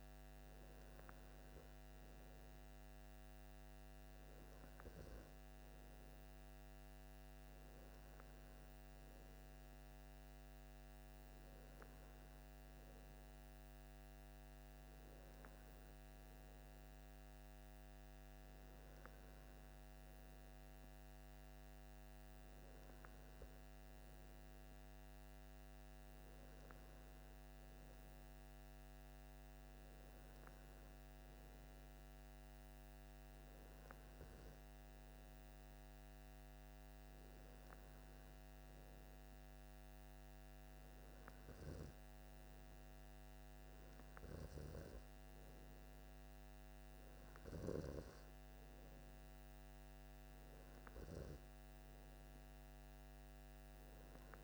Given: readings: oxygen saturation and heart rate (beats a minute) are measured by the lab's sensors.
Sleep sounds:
breathing in sleep, hard to hear, by a microphone on the trachea; none
none scored
From the record:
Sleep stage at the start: N3 (deep sleep); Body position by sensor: on the left side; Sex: male

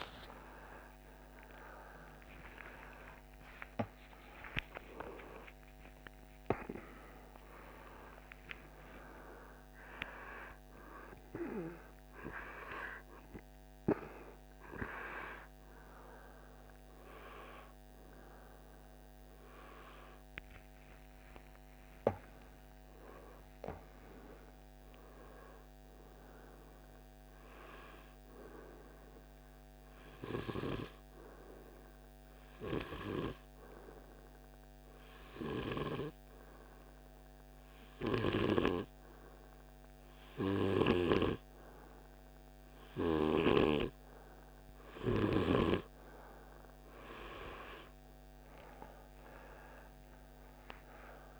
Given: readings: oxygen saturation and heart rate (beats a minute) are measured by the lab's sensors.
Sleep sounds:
a person partly awake in a sleep study, by a microphone on the trachea; 1
6.50-19.50 s: oxygen desaturation (device-marked, oxygen 97% before, 91% lowest, heart rate 57 before, 50 extreme)
24.50-51.40 s: new sleep stage, N2 (light sleep)
29.50-43.00 s: hypopnea (oxygen 97% before, 95% lowest, heart rate 65 before, 50 extreme, up 10 after)
47.00-50.50 s: arousal
From the record:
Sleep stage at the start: awake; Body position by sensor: on the right side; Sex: male

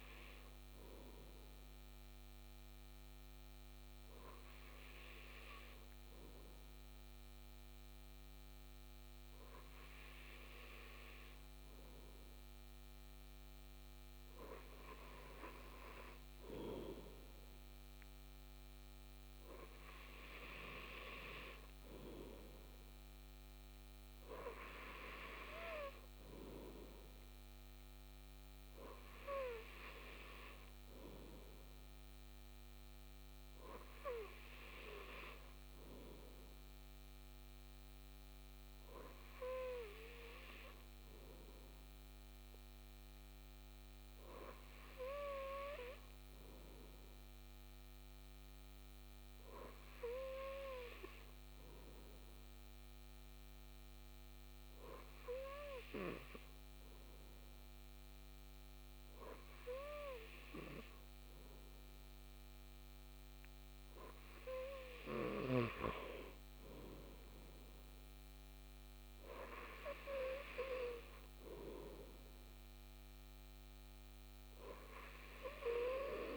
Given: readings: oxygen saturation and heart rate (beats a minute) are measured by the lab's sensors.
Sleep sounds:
breathing in sleep by a microphone on the trachea; none
none scored
From the record:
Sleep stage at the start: N2 (light sleep); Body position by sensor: on the back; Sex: male

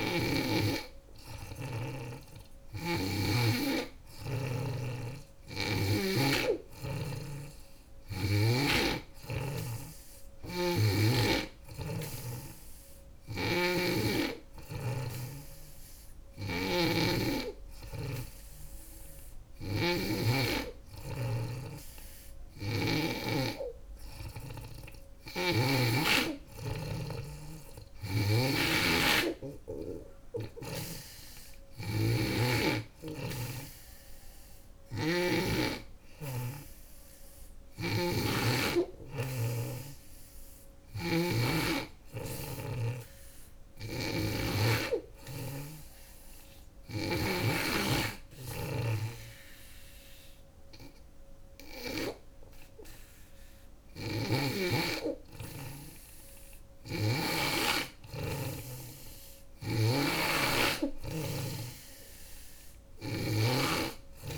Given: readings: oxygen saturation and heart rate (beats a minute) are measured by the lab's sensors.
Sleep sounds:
breathing in sleep by a room microphone; none
0.00-5.50 s: snoring (device-marked)
12.50-22.50 s: snoring (device-marked)
37.00-46.50 s: snoring (device-marked)
53.00-64.38 s: snoring (device-marked)
From the record:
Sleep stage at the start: N2 (light sleep); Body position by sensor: on the back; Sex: female

